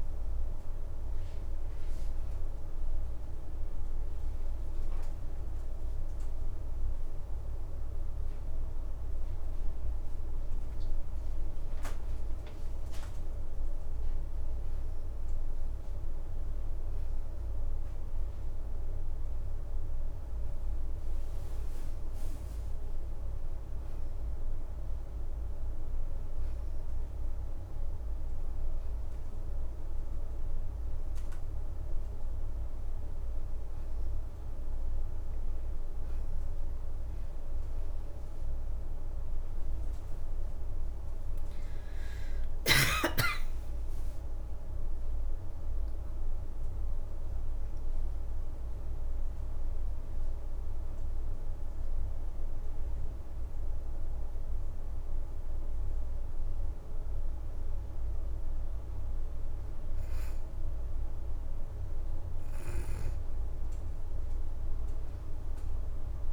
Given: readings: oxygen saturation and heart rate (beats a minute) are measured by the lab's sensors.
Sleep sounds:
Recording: breathing in sleep, hard to hear, by a room microphone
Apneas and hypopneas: 1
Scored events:
0.00-3.50 s: arousal
1.50-12.50 s: oxygen desaturation (device-marked, oxygen 92% before, 88% lowest, heart rate 85 before, 82 extreme)
8.50-9.50 s: leg movement (device-marked)
20.00-23.00 s: leg movement (device-marked)
39.50-43.50 s: arousal
42.00-44.50 s: leg movement (device-marked)
46.00-57.00 s: hypopnea (oxygen 92% before, 89% lowest, heart rate 94 before, 83 extreme, up 0 after)
60.00-65.00 s: arousal
From the record:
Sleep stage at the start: N2 (light sleep)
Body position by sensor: on the back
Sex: female

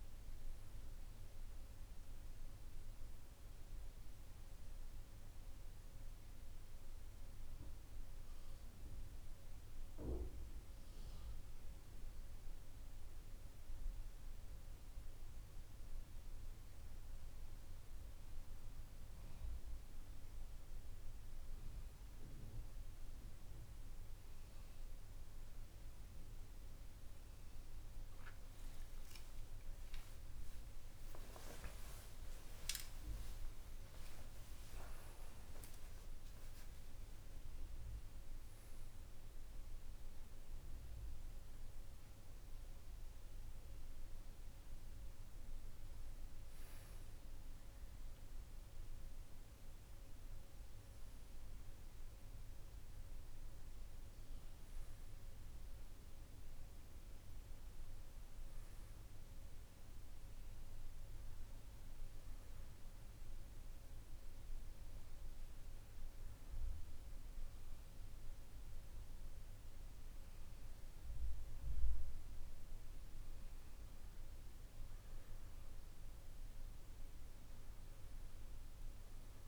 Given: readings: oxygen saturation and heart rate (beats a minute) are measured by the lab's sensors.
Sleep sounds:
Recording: breathing in sleep, hard to hear, by a room microphone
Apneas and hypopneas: none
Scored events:
29.00-35.50 s: arousal
From the record:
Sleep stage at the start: N1 (lightest sleep)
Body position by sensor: on the back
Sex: male

